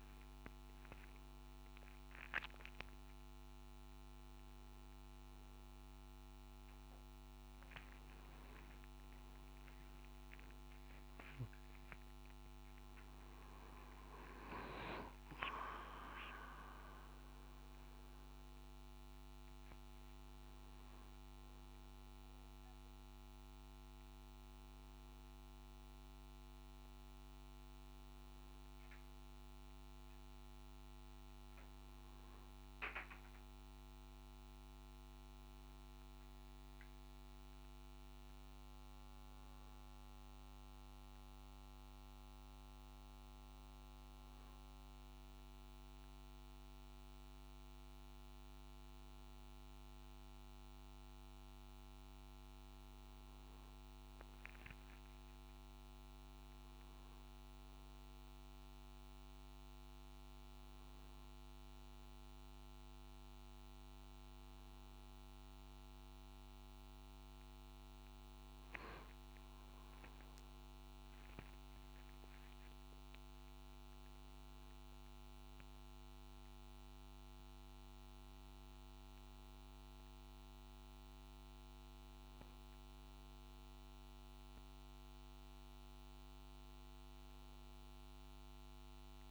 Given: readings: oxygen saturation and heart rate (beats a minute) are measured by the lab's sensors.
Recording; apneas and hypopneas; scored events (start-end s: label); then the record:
a person partly awake in a sleep study, hard to hear, by a microphone on the trachea; none
22.50-52.50 s: new sleep stage, N2 (light sleep)
52.50-89.31 s: new sleep stage, N1 (lightest sleep)
71.50-75.00 s: arousal
From the record:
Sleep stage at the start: awake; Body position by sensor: on the back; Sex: male